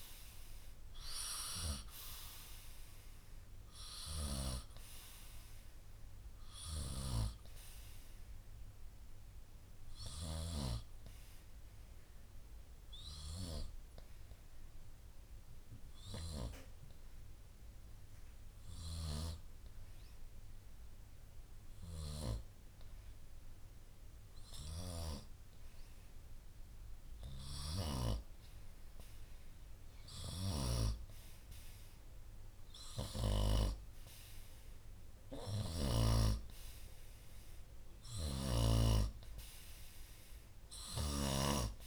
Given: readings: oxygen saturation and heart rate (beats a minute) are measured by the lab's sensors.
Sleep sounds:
breathing in sleep by a room microphone; 1
11.00-37.50 s: hypopnea (oxygen 95% before, 91% lowest, heart rate 64 before, 60 extreme, up 5 after)
From the record:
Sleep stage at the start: N2 (light sleep); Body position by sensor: on the right side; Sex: male

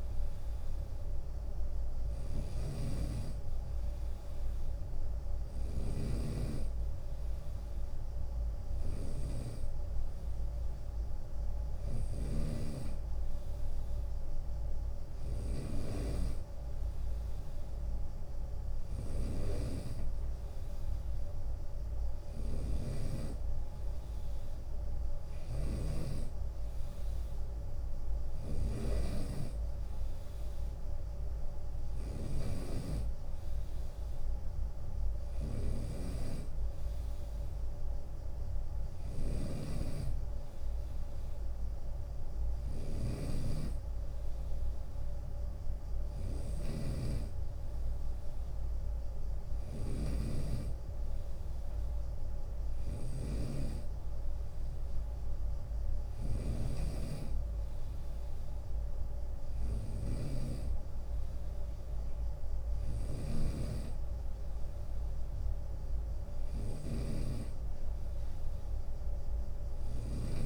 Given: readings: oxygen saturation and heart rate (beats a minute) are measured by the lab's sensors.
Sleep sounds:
breathing in sleep by a room microphone; none
0.00-70.46 s: snoring (device-marked)
8.00-10.00 s: long interval between heartbeats (device-marked, heart rate 72 before, 79 extreme)
21.50-23.50 s: long interval between heartbeats (device-marked, heart rate 73 before, 73 extreme)
26.00-28.00 s: long interval between heartbeats (device-marked, heart rate 71 before, 69 extreme)
29.50-35.50 s: bradycardia (device-marked, heart rate 75 before, 53 extreme)
30.00-32.00 s: long interval between heartbeats (device-marked, heart rate 69 before, 72 extreme)
37.00-39.00 s: long interval between heartbeats (device-marked, heart rate 68 before, 58 extreme)
45.50-47.50 s: long interval between heartbeats (device-marked, heart rate 65 before, 67 extreme)
49.00-51.00 s: long interval between heartbeats (device-marked, heart rate 66 before, 70 extreme)
55.50-57.50 s: long interval between heartbeats (device-marked, heart rate 67 before, 66 extreme)
57.50-70.46 s: bradycardia (device-marked, heart rate 75 before, 45 extreme)
59.50-61.50 s: long interval between heartbeats (device-marked, heart rate 68 before, 55 extreme)
63.00-65.00 s: long interval between heartbeats (device-marked, heart rate 65 before, 57 extreme)
65.50-67.50 s: long interval between heartbeats (device-marked, heart rate 63 before, 56 extreme)
From the record:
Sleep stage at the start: N2 (light sleep); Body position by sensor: on the right side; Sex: male

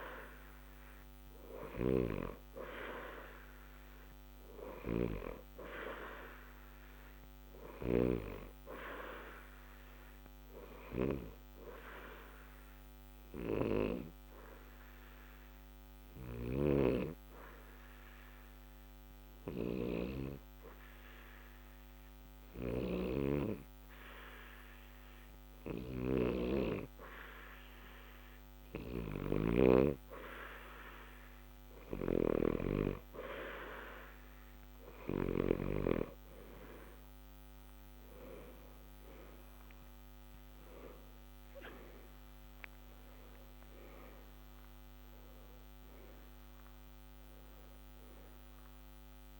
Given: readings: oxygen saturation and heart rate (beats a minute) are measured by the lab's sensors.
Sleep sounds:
breathing in sleep by a microphone on the trachea; 1
12.00-26.50 s: obstructive apnea (oxygen 92% before, 88% lowest, heart rate 60 before, 60 extreme, up 2 after)
28.50-32.00 s: arousal
From the record:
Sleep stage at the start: N2 (light sleep); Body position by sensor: on the back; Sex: male

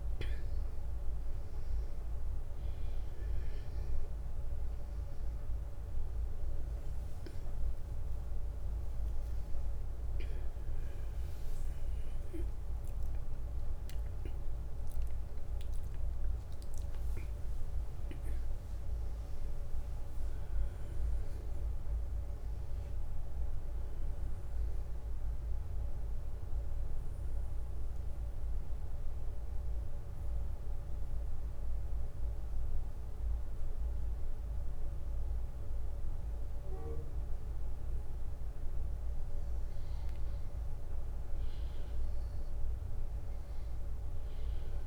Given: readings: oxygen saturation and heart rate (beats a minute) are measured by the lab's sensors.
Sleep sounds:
a person partly awake in a sleep study, hard to hear, by a room microphone; 1
6.50-20.50 s: oxygen desaturation (device-marked, oxygen 99% before, 94% lowest, heart rate 67 before, 61 extreme)
19.50-44.87 s: new sleep stage, N1 (lightest sleep)
26.50-38.50 s: obstructive apnea (oxygen 99% before, 93% lowest, heart rate 68 before, 59 extreme, up 4 after)
40.00-43.00 s: arousal
From the record:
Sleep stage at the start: awake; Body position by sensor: on the back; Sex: male

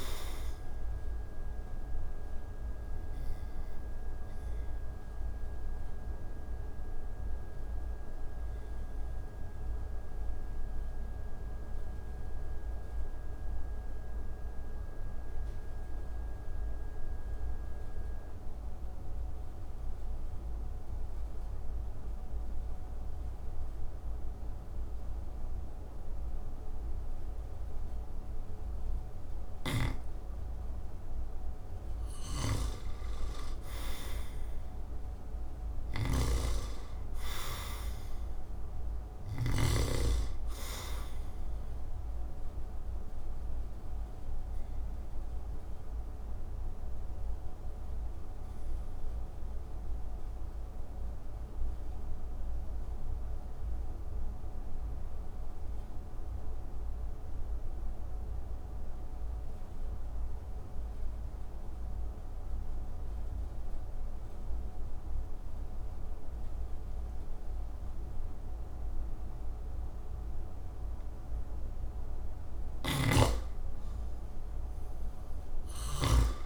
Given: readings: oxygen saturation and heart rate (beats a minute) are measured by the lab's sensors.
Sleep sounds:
breathing in sleep by a room microphone; 2
0.00-21.50 s: oxygen desaturation (device-marked, oxygen 82% lowest)
3.00-29.00 s: obstructive apnea (oxygen 98% before, 82% lowest)
31.50-39.00 s: snoring (device-marked)
34.50-38.50 s: arousal
36.50-61.50 s: oxygen desaturation (device-marked, oxygen 97% before, 83% lowest)
41.50-70.50 s: obstructive apnea (oxygen 98% before, 81% lowest)
72.00-76.46 s: snoring (device-marked)
72.50-76.46 s: oxygen desaturation (device-marked, oxygen 98% before, 81% lowest)
73.00-76.46 s: arousal
From the record:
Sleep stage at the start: N2 (light sleep); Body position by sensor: on the back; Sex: male

